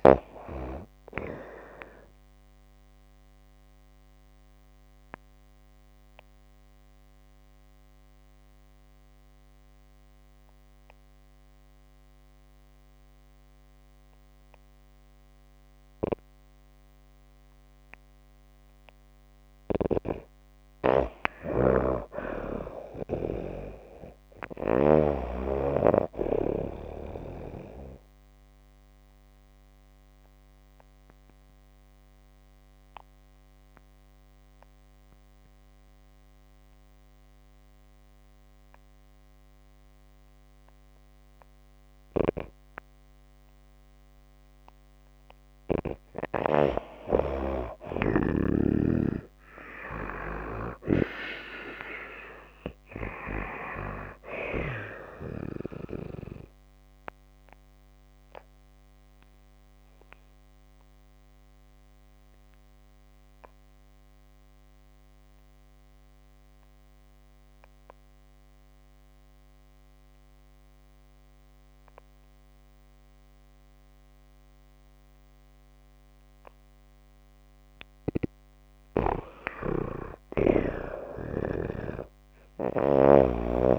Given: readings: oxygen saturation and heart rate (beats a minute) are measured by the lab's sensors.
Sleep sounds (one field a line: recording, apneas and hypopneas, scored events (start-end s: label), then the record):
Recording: breathing in sleep by a microphone on the trachea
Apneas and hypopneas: 3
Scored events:
0.00-1.00 s: arousal
3.00-19.00 s: obstructive apnea (oxygen 95% before, 88% lowest)
19.00-24.50 s: snoring (device-marked)
21.00-25.00 s: arousal
28.50-45.00 s: obstructive apnea (oxygen 94% before, 87% lowest)
31.00-47.00 s: oxygen desaturation (device-marked, oxygen 94% before, 89% lowest)
41.50-47.00 s: snoring (device-marked)
47.50-51.50 s: arousal
54.00-77.00 s: oxygen desaturation (device-marked, oxygen 94% before, 89% lowest)
56.50-77.00 s: obstructive apnea (oxygen 94% before, 87% lowest)
77.50-81.00 s: arousal
From the record:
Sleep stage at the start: N2 (light sleep)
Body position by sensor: on the back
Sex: female